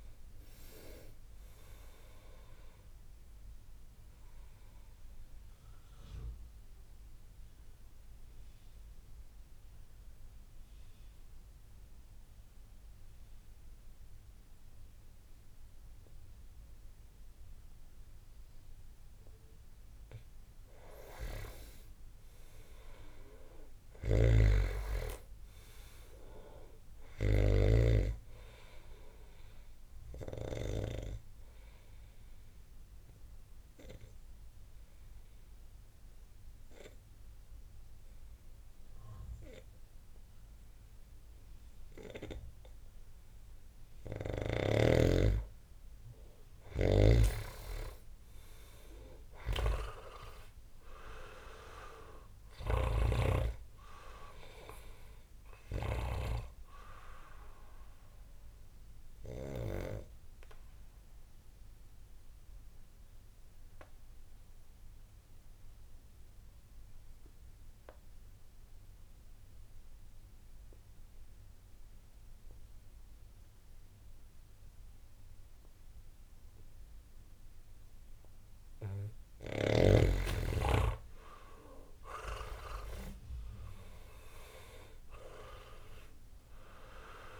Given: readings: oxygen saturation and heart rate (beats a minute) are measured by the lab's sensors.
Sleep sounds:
breathing in sleep by a room microphone; 3
0.00-22.50 s: oxygen desaturation (device-marked, oxygen 89% lowest, heart rate 55 extreme)
5.00-20.00 s: obstructive apnea (oxygen 99% before, 88% lowest, heart rate 70 before, 55 extreme, up 7 after)
22.50-26.00 s: arousal
24.00-28.00 s: snoring (device-marked)
31.00-43.50 s: obstructive apnea (oxygen 99% before, 86% lowest, heart rate 64 before, 60 extreme, up 12 after)
36.50-45.50 s: oxygen desaturation (device-marked, oxygen 98% before, 91% lowest, heart rate 64 before, 60 extreme)
45.00-48.00 s: arousal
47.50-73.50 s: oxygen desaturation (device-marked, oxygen 98% before, 88% lowest, heart rate 65 before, 60 extreme)
57.00-78.50 s: obstructive apnea (oxygen 98% before, 85% lowest, heart rate 69 before, 60 extreme, up 13 after)
82.00-85.50 s: arousal
85.50-87.40 s: oxygen desaturation (device-marked, oxygen 99% before, 85% lowest, heart rate 65 before, 57 extreme)
From the record:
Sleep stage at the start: N2 (light sleep); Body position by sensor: on the back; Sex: male

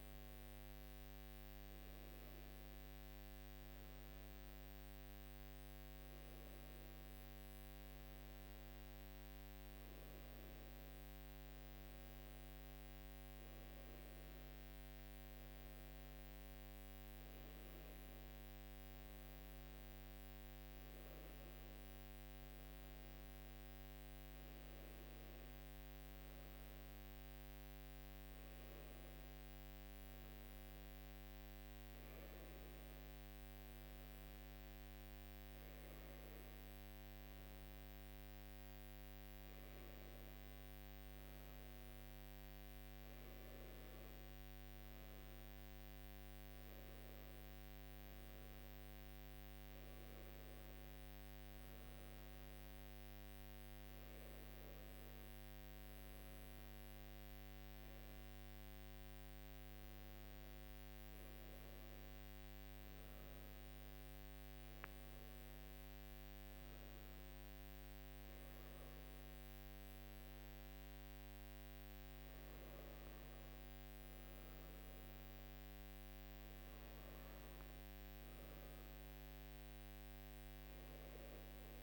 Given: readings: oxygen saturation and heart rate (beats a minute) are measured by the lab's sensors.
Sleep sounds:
breathing in sleep, hard to hear, by a microphone on the trachea; none
72.00-81.83 s: new sleep stage, N2 (light sleep)
From the record:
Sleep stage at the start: N1 (lightest sleep); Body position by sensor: on the right side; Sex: female

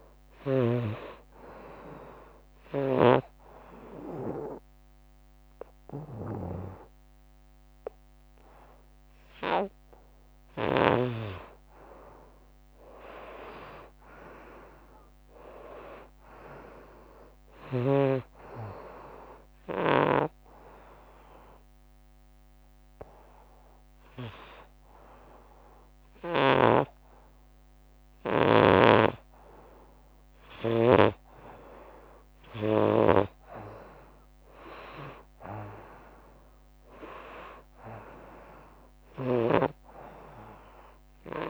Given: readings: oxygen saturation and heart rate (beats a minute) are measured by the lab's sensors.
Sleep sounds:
breathing in sleep by a microphone on the trachea; 2
0.00-11.00 s: snoring (device-marked)
0.00-14.00 s: oxygen desaturation (device-marked, oxygen 89% lowest, heart rate 83 extreme)
3.00-13.00 s: obstructive apnea (oxygen 94% before, 86% lowest, heart rate 92 before, 83 extreme, up 5 after)
14.50-18.00 s: arousal
20.00-26.50 s: snoring (device-marked)
20.00-31.00 s: obstructive apnea (oxygen 94% before, 82% lowest, heart rate 91 before, 87 extreme, up 3 after)
23.00-31.00 s: oxygen desaturation (device-marked, oxygen 94% before, 87% lowest, heart rate 91 before, 87 extreme)
28.50-33.00 s: snoring (device-marked)
33.00-37.00 s: arousal
33.00-41.49 s: oxygen desaturation (device-marked, oxygen 95% before, 90% lowest, heart rate 90 before, 85 extreme)
From the record:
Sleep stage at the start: N2 (light sleep); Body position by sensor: on the front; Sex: female

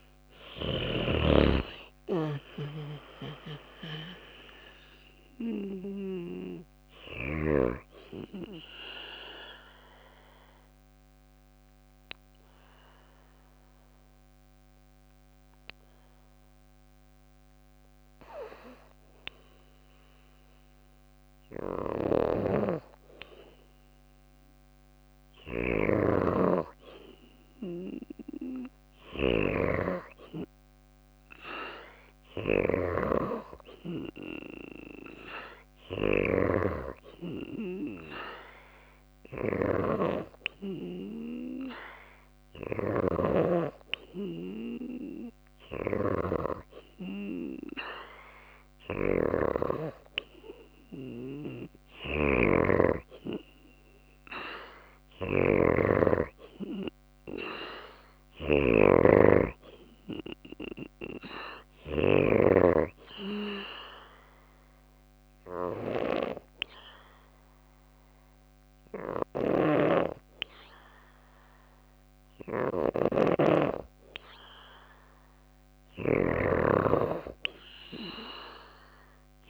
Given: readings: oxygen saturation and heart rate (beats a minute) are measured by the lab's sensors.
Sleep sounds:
breathing in sleep by a microphone on the trachea; 2
8.50-19.50 s: obstructive apnea (oxygen 97% before, 94% lowest, heart rate 57 before, 53 extreme, up 1 after)
21.00-25.50 s: snoring (device-marked)
22.00-25.00 s: arousal
38.50-42.50 s: snoring (device-marked)
51.00-61.50 s: snoring (device-marked)
63.50-74.00 s: obstructive apnea (oxygen 96% before, 93% lowest, heart rate 58 before, 54 extreme, up 2 after)
68.50-79.50 s: snoring (device-marked)
From the record:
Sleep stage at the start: N2 (light sleep); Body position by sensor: on the back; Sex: female

